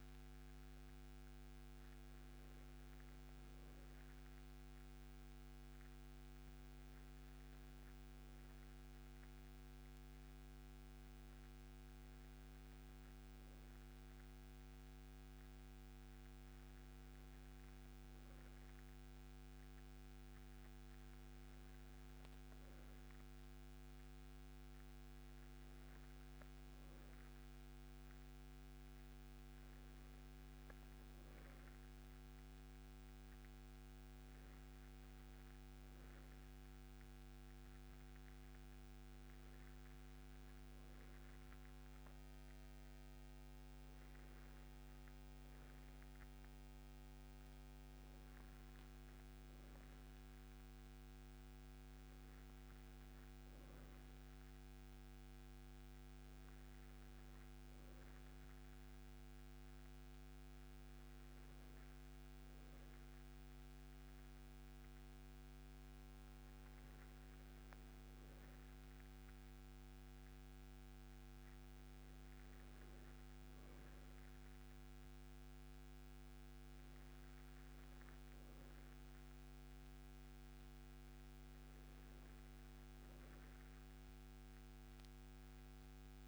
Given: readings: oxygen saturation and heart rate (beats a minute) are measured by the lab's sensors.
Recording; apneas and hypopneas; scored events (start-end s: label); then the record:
breathing in sleep, hard to hear, by a microphone on the trachea; none
none scored
From the record:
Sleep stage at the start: N2 (light sleep); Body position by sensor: on the right side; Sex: male